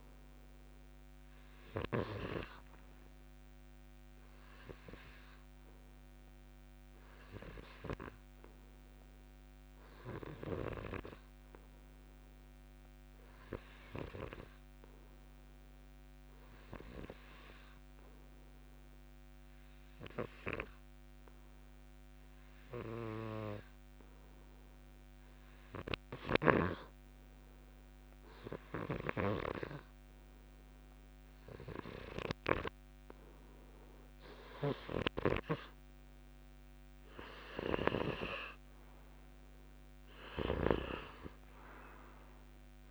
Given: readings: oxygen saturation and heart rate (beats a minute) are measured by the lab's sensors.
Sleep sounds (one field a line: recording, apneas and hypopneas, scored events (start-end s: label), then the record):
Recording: breathing in sleep by a microphone on the trachea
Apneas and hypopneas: 1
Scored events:
1.00-32.50 s: hypopnea (oxygen 95% before, 90% lowest, heart rate 65 before, 61 extreme, up 2 after)
10.50-20.50 s: oxygen desaturation (device-marked, oxygen 96% before, 90% lowest, heart rate 66 before, 61 extreme)
35.00-42.91 s: snoring (device-marked)
36.50-40.50 s: arousal
36.50-42.91 s: oxygen desaturation (device-marked, oxygen 96% before, 90% lowest, heart rate 63 before, 54 extreme)
From the record:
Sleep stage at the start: REM sleep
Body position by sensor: on the back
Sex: male